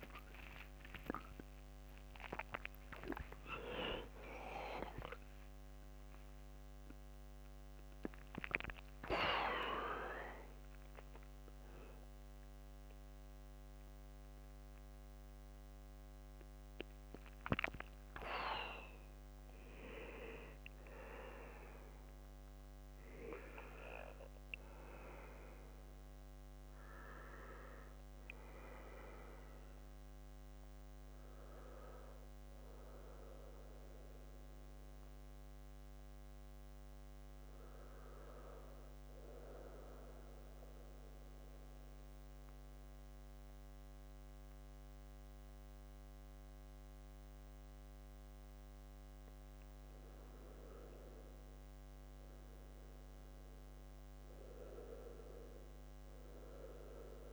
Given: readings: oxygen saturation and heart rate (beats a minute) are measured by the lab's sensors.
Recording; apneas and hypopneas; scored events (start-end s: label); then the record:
a person partly awake in a sleep study, by a microphone on the trachea; 1
0.00-16.00 s: oxygen desaturation (device-marked, oxygen 81% lowest, heart rate 65 extreme)
27.00-57.00 s: new sleep stage, N1 (lightest sleep)
30.00-40.00 s: oxygen desaturation (device-marked, oxygen 97% before, 91% lowest, heart rate 79 before, 61 extreme)
39.50-50.50 s: central apnea (oxygen 97% before, 89% lowest, heart rate 70 before, 61 extreme, up 5 after)
53.50-57.33 s: arousal
57.00-57.33 s: new sleep stage, N2 (light sleep)
From the record:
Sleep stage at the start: awake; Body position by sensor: on the back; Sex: male